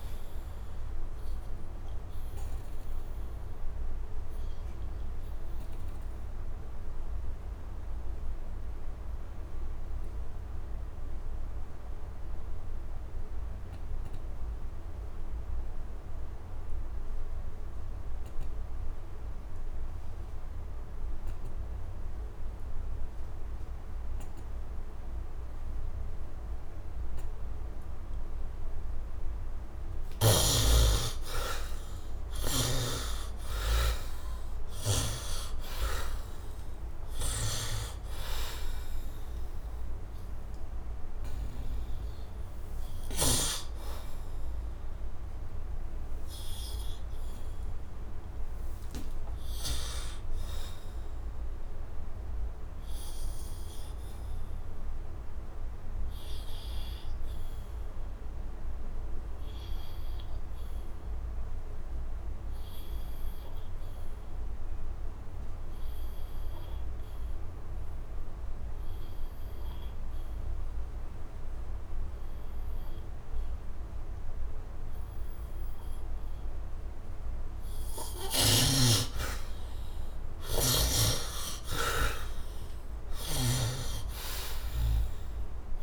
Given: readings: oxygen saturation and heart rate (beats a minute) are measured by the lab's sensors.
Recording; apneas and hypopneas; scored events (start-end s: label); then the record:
breathing in sleep by a room microphone; 2
0.00-19.00 s: oxygen desaturation (device-marked, oxygen 57% lowest, heart rate 67 extreme)
3.50-28.00 s: obstructive apnea (oxygen 98% before, 51% lowest, heart rate 81 before, 67 extreme, up 29 after)
27.00-57.00 s: oxygen desaturation (device-marked, oxygen 96% before, 51% lowest, heart rate 73 before, 71 extreme)
30.00-33.50 s: arousal
47.00-77.00 s: obstructive apnea (oxygen 96% before, 51% lowest, heart rate 88 before, 71 extreme, up 19 after)
69.00-85.82 s: oxygen desaturation (device-marked, oxygen 98% before, 62% lowest, heart rate 79 before, 72 extreme)
79.50-84.50 s: arousal
83.00-85.82 s: snoring (device-marked)
From the record:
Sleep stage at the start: N2 (light sleep); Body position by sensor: on the right side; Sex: male